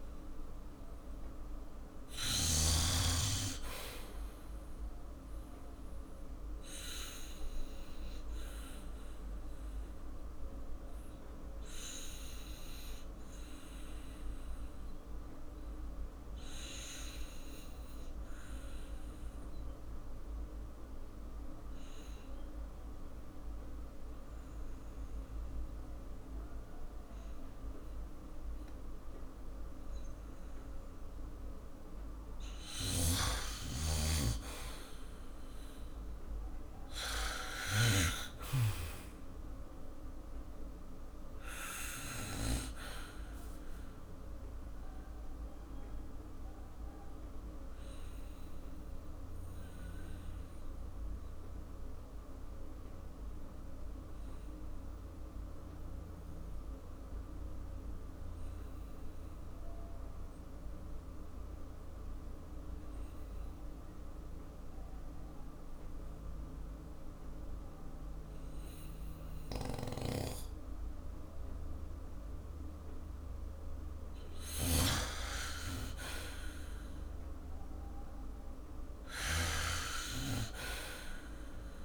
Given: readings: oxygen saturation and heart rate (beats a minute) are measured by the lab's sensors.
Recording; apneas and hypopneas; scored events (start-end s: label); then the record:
breathing in sleep by a room microphone; 2
0.00-2.00 s: arousal
0.00-2.50 s: snoring (device-marked)
6.50-31.50 s: obstructive apnea (oxygen 97% before, 90% lowest, heart rate 54 before, 47 extreme, up 6 after)
23.00-33.00 s: oxygen desaturation (device-marked, oxygen 96% before, 92% lowest, heart rate 54 before, 47 extreme)
32.50-42.50 s: snoring (device-marked)
36.50-40.50 s: arousal
45.50-72.50 s: obstructive apnea (oxygen 97% before, 90% lowest, heart rate 56 before, 47 extreme, up 4 after)
61.00-72.00 s: oxygen desaturation (device-marked, oxygen 95% before, 90% lowest, heart rate 52 before, 47 extreme)
69.50-79.50 s: snoring (device-marked)
75.00-78.00 s: arousal
From the record:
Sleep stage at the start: N2 (light sleep); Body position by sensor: on the back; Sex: male